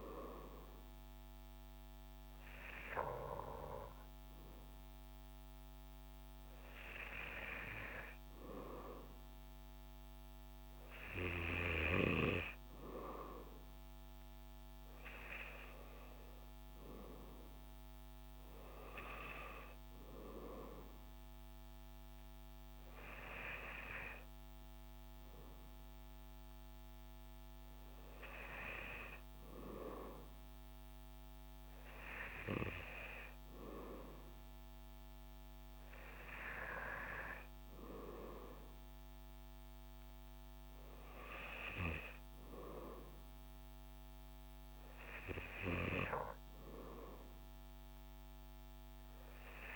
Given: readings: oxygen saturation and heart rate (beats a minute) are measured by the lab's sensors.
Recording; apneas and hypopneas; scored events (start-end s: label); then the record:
breathing in sleep by a microphone on the trachea; none
none scored
From the record:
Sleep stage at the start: N2 (light sleep); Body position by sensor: on the back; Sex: male